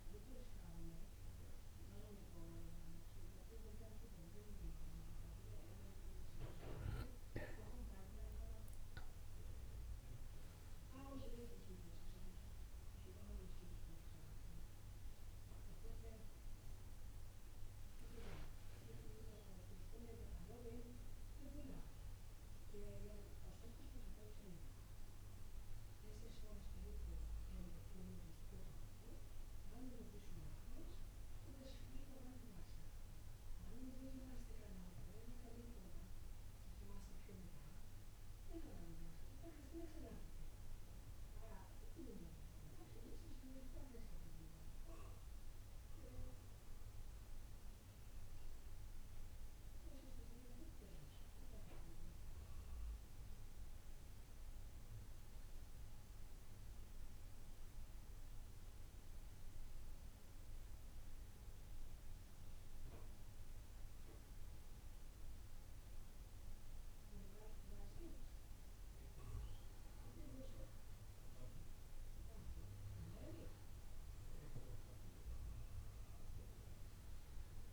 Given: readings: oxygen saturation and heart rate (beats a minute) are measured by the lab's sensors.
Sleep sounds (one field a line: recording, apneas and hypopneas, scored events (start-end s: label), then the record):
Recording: breathing in sleep by a room microphone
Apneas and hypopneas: 1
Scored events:
17.50-22.00 s: arousal
49.00-53.50 s: arousal
59.50-70.00 s: obstructive apnea (oxygen 95% before, 93% lowest, heart rate 71 before, 66 extreme, up 8 after)
73.00-77.00 s: arousal
From the record:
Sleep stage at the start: N2 (light sleep)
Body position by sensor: on the back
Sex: male